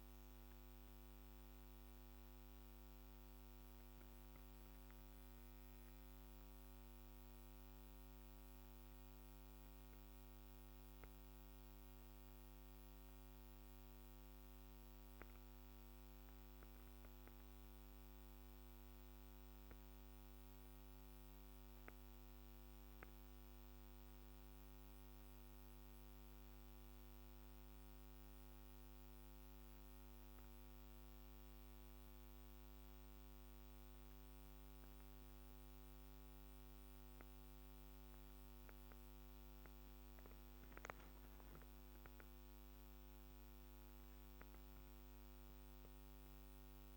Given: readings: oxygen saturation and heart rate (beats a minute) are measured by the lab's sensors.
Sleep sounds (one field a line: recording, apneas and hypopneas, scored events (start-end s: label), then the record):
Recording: breathing in sleep, hard to hear, by a microphone on the trachea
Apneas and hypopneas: 1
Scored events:
18.50-30.00 s: central apnea (oxygen 98% before, 94% lowest, heart rate 56 before, 53 extreme, up 4 after)
27.50-46.97 s: new sleep stage, N2 (light sleep)
33.00-37.50 s: arousal
35.50-46.97 s: oxygen desaturation (device-marked, oxygen 97% before, 94% lowest, heart rate 55 before, 51 extreme)
From the record:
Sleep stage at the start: N1 (lightest sleep)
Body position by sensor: on the back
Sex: female